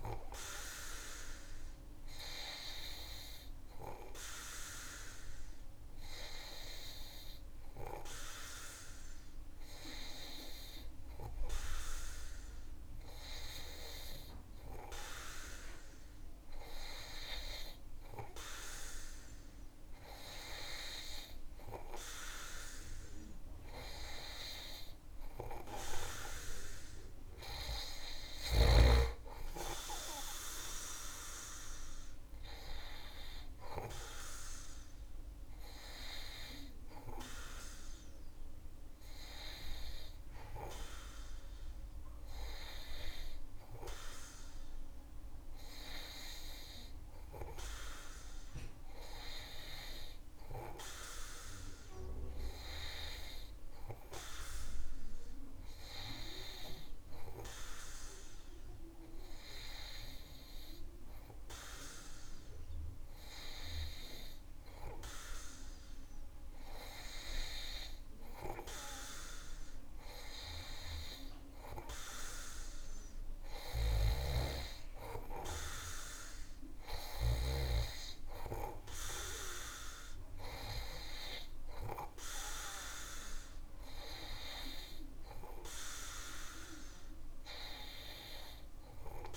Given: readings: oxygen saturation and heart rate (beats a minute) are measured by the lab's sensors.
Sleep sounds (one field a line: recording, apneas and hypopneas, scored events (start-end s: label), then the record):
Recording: breathing in sleep by a room microphone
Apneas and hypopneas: none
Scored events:
none scored
From the record:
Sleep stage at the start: N2 (light sleep)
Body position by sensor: on the back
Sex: male